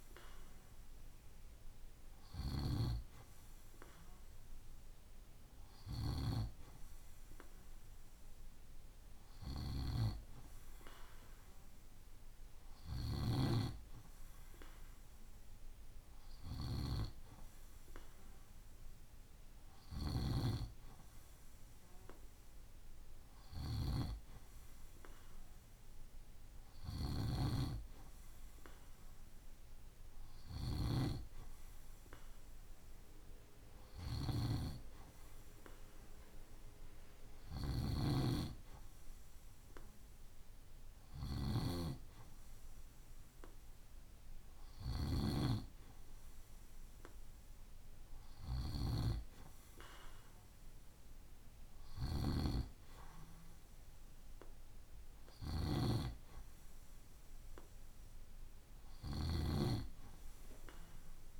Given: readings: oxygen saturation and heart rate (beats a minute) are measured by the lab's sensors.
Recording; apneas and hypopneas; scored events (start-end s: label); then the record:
breathing in sleep by a room microphone; none
8.50-61.40 s: snoring (device-marked)
From the record:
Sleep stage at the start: N2 (light sleep); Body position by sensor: on the right side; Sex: male